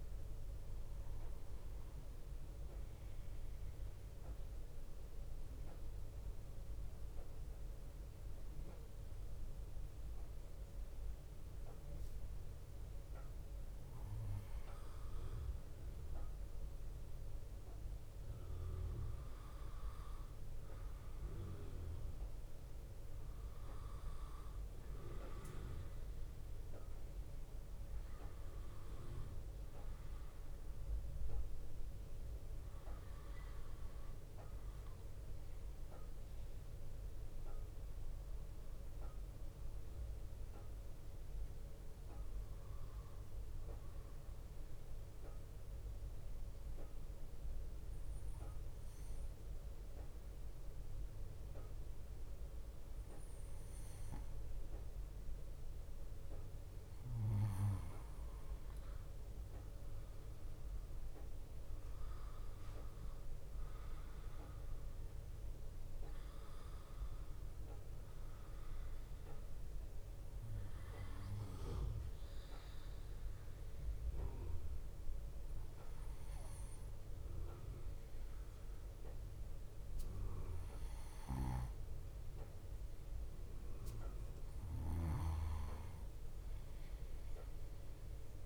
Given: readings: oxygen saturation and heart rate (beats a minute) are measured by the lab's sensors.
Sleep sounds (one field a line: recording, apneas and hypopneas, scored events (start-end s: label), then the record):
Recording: breathing in sleep by a room microphone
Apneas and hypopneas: 3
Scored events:
2.50-14.50 s: central apnea (oxygen 92% before, 90% lowest)
17.00-21.50 s: arousal
35.50-39.00 s: arousal
44.00-56.50 s: obstructive apnea (oxygen 93% before, 90% lowest)
57.00-60.50 s: arousal
70.00-82.50 s: hypopnea (oxygen 92% before, 90% lowest)
85.00-88.46 s: snoring (device-marked)
87.00-88.46 s: arousal
From the record:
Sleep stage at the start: N2 (light sleep)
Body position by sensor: on the right side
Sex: male